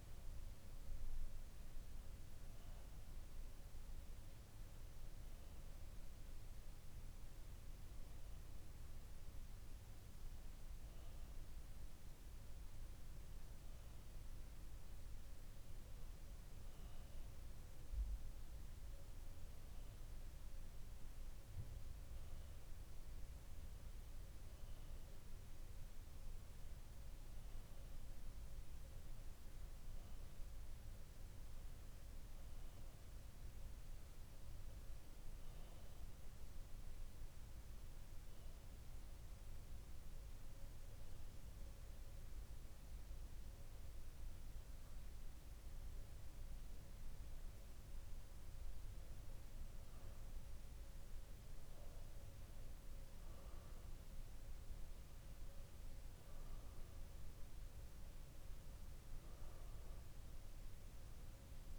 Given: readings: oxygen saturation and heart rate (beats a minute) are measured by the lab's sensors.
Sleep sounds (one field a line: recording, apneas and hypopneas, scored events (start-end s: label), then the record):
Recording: breathing in sleep, hard to hear, by a room microphone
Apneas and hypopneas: 1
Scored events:
36.50-52.50 s: hypopnea (oxygen 94% before, 91% lowest, heart rate 67 before, 62 extreme, up 3 after)
55.00-59.50 s: arousal
From the record:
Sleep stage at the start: REM sleep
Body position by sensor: on the back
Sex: male